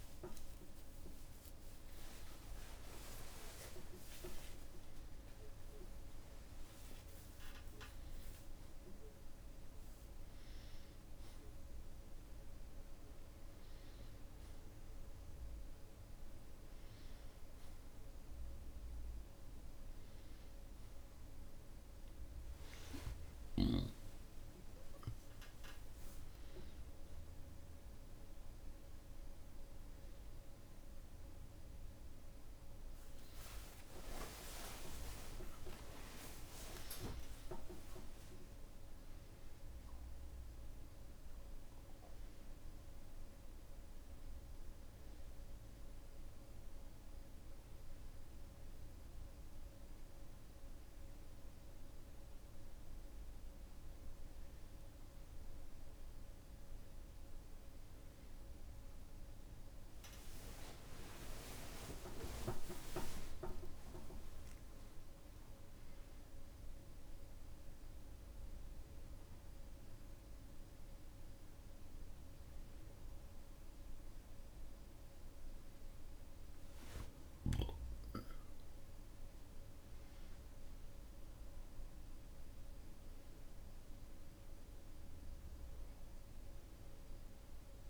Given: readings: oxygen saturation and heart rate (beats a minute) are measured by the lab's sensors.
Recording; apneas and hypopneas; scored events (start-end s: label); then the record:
breathing in sleep by a room microphone; none
0.00-3.50 s: tachycardia (device-marked, heart rate 190 extreme)
1.00-3.00 s: long interval between heartbeats (device-marked, heart rate 109 before, 128 extreme)
18.50-22.00 s: arousal
19.50-26.50 s: oxygen desaturation (device-marked, oxygen 98% before, 95% lowest, heart rate 88 before, 61 extreme)
23.50-25.50 s: long interval between heartbeats (device-marked, heart rate 73 before, 81 extreme)
From the record:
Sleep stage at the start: N1 (lightest sleep); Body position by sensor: on the back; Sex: male